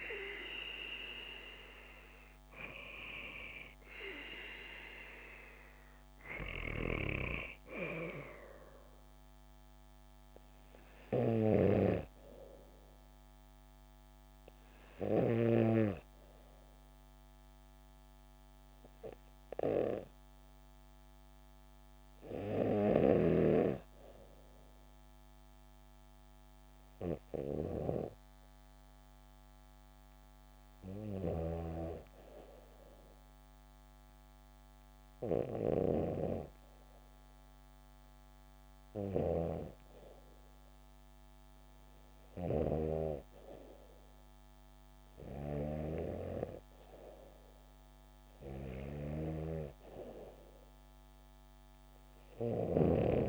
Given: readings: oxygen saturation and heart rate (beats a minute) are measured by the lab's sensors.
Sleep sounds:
breathing in sleep by a microphone on the trachea; 1
1.00-20.00 s: oxygen desaturation (device-marked, oxygen 96% before, 92% lowest, heart rate 69 before, 61 extreme)
18.50-39.00 s: hypopnea (oxygen 96% before, 91% lowest, heart rate 66 before, 66 extreme, up 6 after)
41.00-44.50 s: arousal
From the record:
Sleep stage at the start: N2 (light sleep); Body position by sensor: on the back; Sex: female

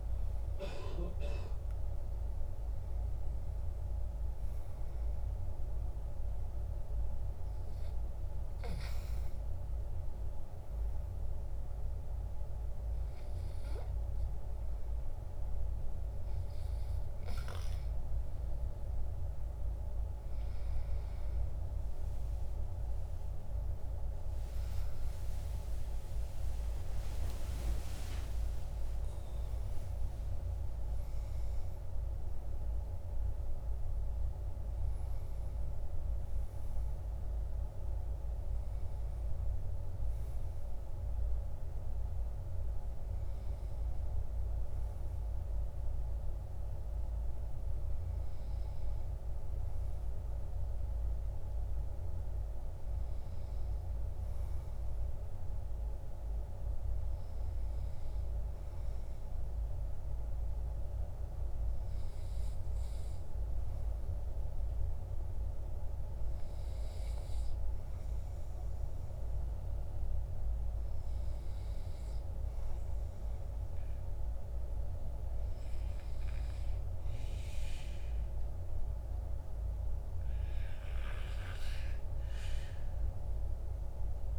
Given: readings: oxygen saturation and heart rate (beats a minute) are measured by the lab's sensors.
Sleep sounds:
breathing in sleep, hard to hear, by a room microphone; none
24.00-28.50 s: arousal
From the record:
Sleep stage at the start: N2 (light sleep); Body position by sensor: on the back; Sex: male

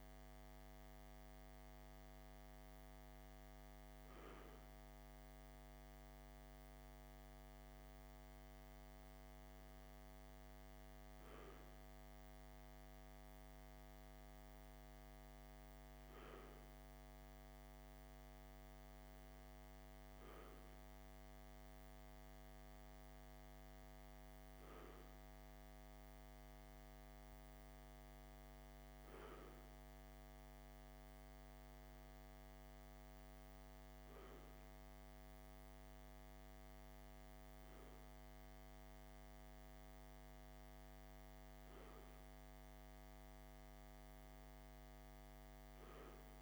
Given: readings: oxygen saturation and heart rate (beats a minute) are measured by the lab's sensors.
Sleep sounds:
breathing in sleep, hard to hear, by a microphone on the trachea; none
none scored
From the record:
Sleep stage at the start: N2 (light sleep); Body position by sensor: on the left side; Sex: male

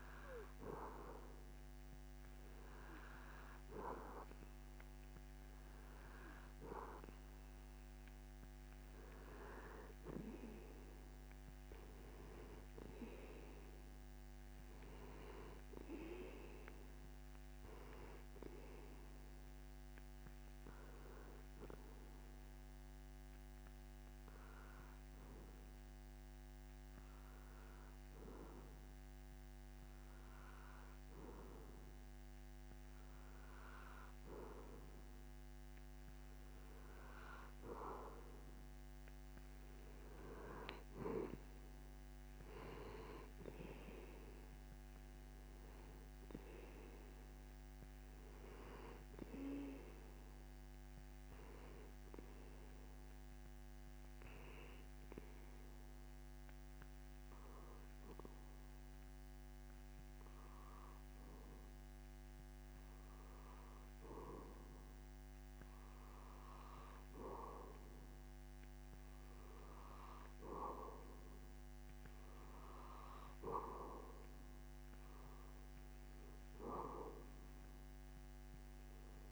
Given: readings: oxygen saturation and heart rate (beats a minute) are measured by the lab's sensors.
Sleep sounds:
breathing in sleep by a microphone on the trachea; 2
16.50-19.50 s: arousal
22.00-34.50 s: hypopnea (oxygen 92% before, 90% lowest)
37.00-41.00 s: arousal
53.50-64.50 s: hypopnea (oxygen 93% before, 90% lowest)
67.00-69.50 s: arousal
From the record:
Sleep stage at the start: N2 (light sleep); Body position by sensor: on the back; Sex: male

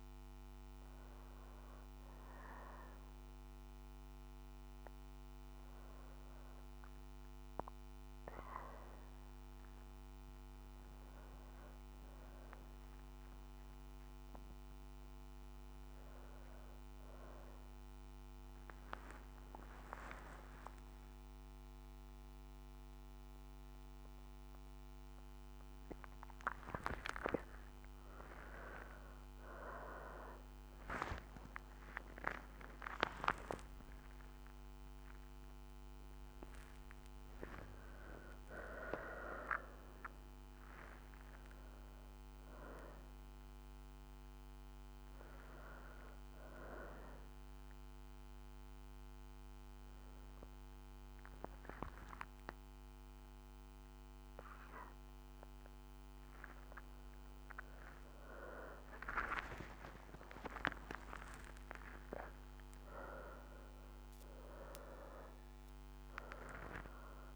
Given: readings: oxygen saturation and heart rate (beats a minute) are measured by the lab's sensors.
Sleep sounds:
a person awake in a sleep study, by a microphone on the trachea; none
37.50-47.50 s: oxygen desaturation (device-marked, oxygen 96% before, 91% lowest, heart rate 87 before, 65 extreme)
64.50-67.36 s: oxygen desaturation (device-marked, oxygen 96% before, 93% lowest, heart rate 118 before, 65 extreme)
From the record:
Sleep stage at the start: awake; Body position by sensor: on the right side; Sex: female

